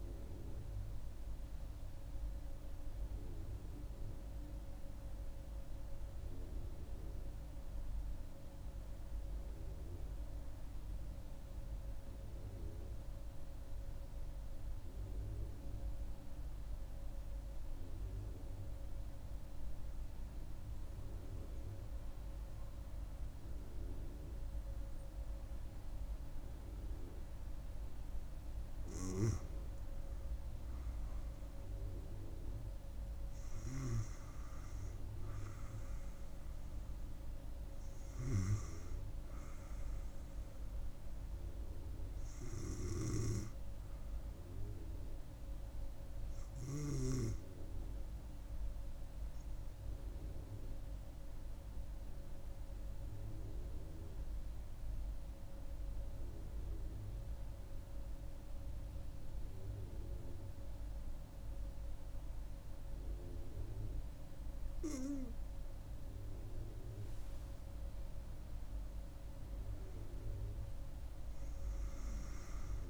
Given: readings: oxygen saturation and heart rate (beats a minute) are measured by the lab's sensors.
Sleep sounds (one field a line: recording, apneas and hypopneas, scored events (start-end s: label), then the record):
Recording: breathing in sleep, hard to hear, by a room microphone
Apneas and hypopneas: 2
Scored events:
0.00-13.00 s: oxygen desaturation (device-marked, oxygen 89% lowest)
6.50-27.50 s: mixed apnea (oxygen 95% before, 89% lowest)
30.50-33.00 s: arousal
32.00-47.00 s: oxygen desaturation (device-marked, oxygen 97% before, 92% lowest)
51.00-65.50 s: obstructive apnea (oxygen 98% before, 91% lowest)
68.00-72.90 s: oxygen desaturation (device-marked, oxygen 96% before, 91% lowest)
68.50-72.90 s: arousal
From the record:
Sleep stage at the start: N2 (light sleep)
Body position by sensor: on the right side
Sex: female